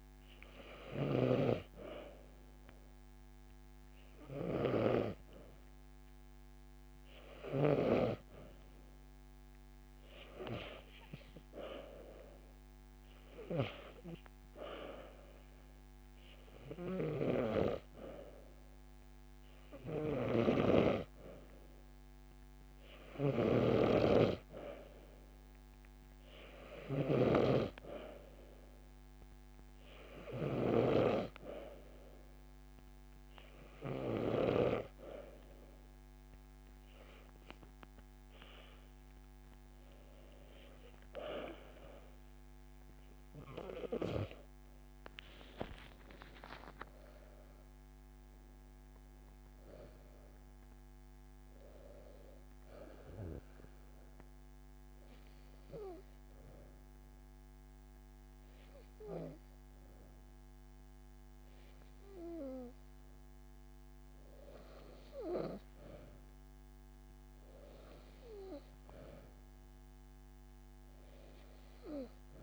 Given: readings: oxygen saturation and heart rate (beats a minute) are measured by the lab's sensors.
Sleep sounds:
breathing in sleep by a microphone on the trachea; 1
45.00-49.50 s: arousal
53.50-63.50 s: obstructive apnea (oxygen 94% before, 92% lowest)
65.50-69.00 s: arousal
From the record:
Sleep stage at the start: N2 (light sleep); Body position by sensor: on the back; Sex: female

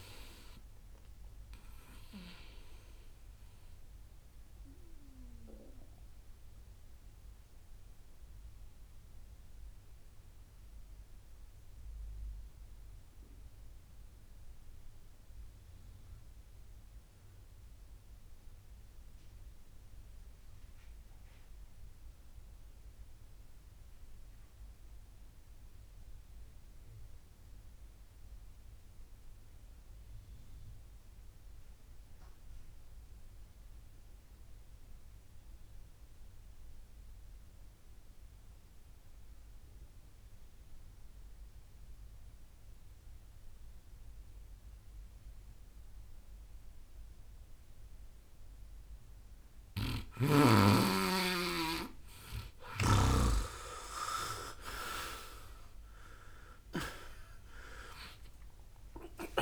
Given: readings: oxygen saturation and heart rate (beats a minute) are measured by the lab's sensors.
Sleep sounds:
breathing in sleep by a room microphone; 1
0.00-18.00 s: oxygen desaturation (device-marked, oxygen 84% lowest, heart rate 60 extreme)
3.00-49.50 s: mixed apnea (oxygen 96% before, 84% lowest, heart rate 75 before, 60 extreme, up 21 after)
16.50-18.50 s: long interval between heartbeats (device-marked, heart rate 71 before, 65 extreme)
36.00-59.42 s: oxygen desaturation (device-marked, oxygen 98% before, 84% lowest, heart rate 64 before, 60 extreme)
50.00-53.50 s: snoring (device-marked)
56.00-59.42 s: arousal
From the record:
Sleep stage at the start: N2 (light sleep); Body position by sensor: on the right side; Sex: male

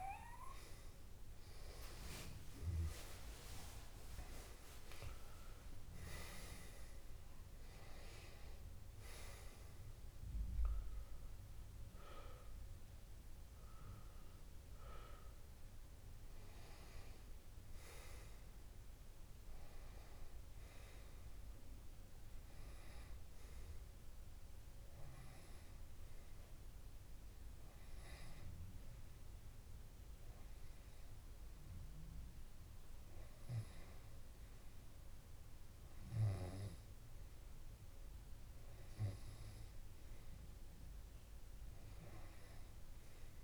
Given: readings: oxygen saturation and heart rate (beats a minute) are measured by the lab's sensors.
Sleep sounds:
breathing in sleep by a room microphone; none
2.50-6.50 s: arousal
From the record:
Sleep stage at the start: N2 (light sleep); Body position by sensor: on the left side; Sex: male

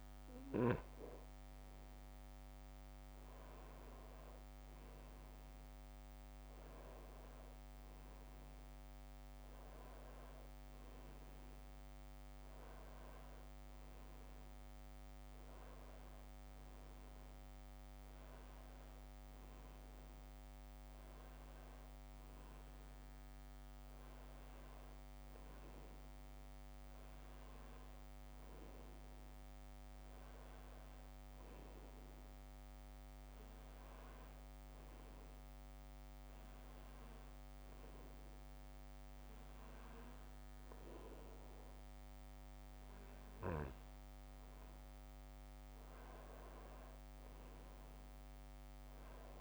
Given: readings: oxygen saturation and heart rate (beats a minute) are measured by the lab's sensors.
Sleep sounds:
breathing in sleep, hard to hear, by a microphone on the trachea; none
none scored
From the record:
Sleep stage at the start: N1 (lightest sleep); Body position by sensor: on the back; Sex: male

